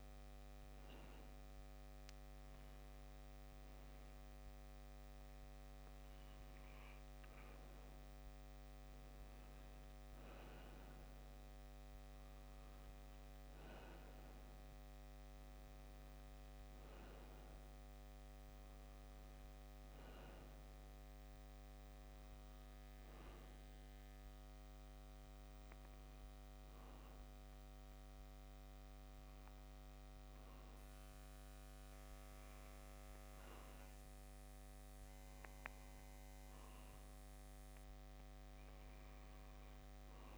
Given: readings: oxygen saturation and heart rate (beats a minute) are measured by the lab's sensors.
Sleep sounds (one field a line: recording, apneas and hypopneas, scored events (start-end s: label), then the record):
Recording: breathing in sleep, hard to hear, by a microphone on the trachea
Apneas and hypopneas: none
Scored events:
none scored
From the record:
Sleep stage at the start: N2 (light sleep)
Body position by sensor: on the left side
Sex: male